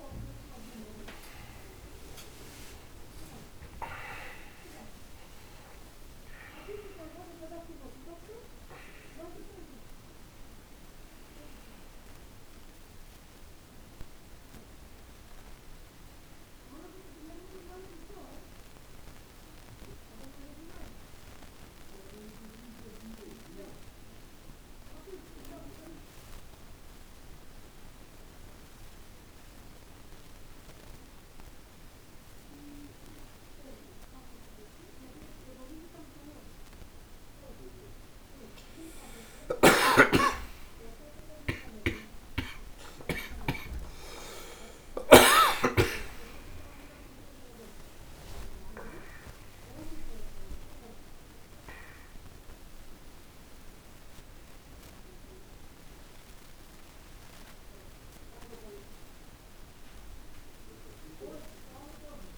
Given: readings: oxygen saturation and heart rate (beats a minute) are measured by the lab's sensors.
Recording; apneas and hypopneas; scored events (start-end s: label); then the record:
breathing in sleep by a room microphone; 1
0.00-1.50 s: long interval between heartbeats (device-marked, heart rate 79 extreme)
0.00-17.00 s: oxygen desaturation (device-marked, oxygen 92% lowest, heart rate 54 extreme)
0.50-6.00 s: arousal
17.00-27.00 s: hypopnea (oxygen 97% before, 94% lowest, heart rate 85 before, 54 extreme, up 6 after)
39.50-44.00 s: snoring (device-marked)
41.50-48.50 s: arousal
51.50-53.50 s: long interval between heartbeats (device-marked, heart rate 72 before, 100 extreme)
From the record:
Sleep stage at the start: N1 (lightest sleep); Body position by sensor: on the back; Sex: male